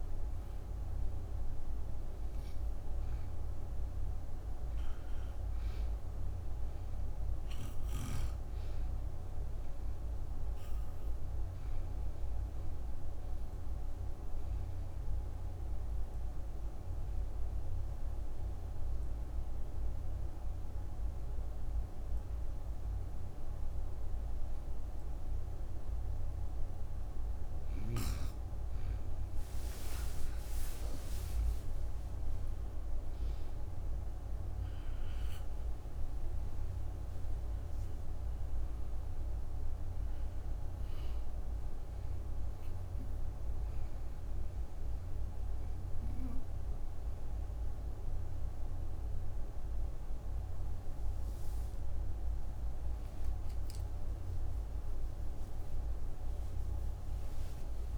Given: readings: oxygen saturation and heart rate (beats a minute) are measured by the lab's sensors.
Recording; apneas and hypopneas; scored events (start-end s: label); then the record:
breathing in sleep, hard to hear, by a room microphone; 2
6.50-24.50 s: oxygen desaturation (device-marked, oxygen 99% before, 95% lowest, heart rate 65 before, 58 extreme)
12.50-26.50 s: obstructive apnea (oxygen 99% before, 92% lowest, heart rate 64 before, 57 extreme, up 16 after)
29.50-34.00 s: arousal
34.50-57.97 s: oxygen desaturation (device-marked, oxygen 97% before, 92% lowest, heart rate 63 before, 43 extreme)
41.50-51.50 s: obstructive apnea (oxygen 97% before, 92% lowest, heart rate 66 before, 52 extreme, up 15 after)
53.00-57.97 s: arousal
From the record:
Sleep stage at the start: N2 (light sleep); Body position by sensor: on the back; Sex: female